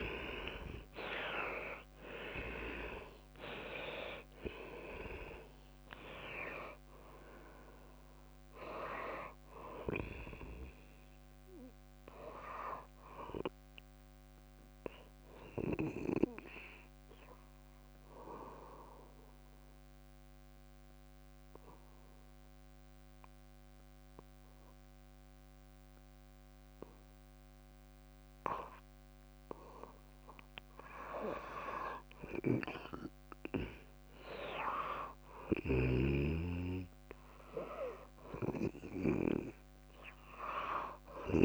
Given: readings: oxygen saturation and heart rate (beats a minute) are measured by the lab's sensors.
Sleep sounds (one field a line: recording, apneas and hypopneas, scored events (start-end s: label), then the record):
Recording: breathing in sleep by a microphone on the trachea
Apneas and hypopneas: 1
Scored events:
0.00-3.50 s: arousal
0.00-24.00 s: oxygen desaturation (device-marked, oxygen 77% lowest, heart rate 59 extreme)
18.00-29.50 s: obstructive apnea (oxygen 97% before, 86% lowest, heart rate 72 before, 59 extreme, up 6 after)
34.00-37.50 s: arousal
39.00-41.45 s: oxygen desaturation (device-marked, oxygen 99% before, 91% lowest, heart rate 63 before, 59 extreme)
From the record:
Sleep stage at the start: N2 (light sleep)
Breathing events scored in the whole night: 383 in 4.4 hours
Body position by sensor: on the back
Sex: female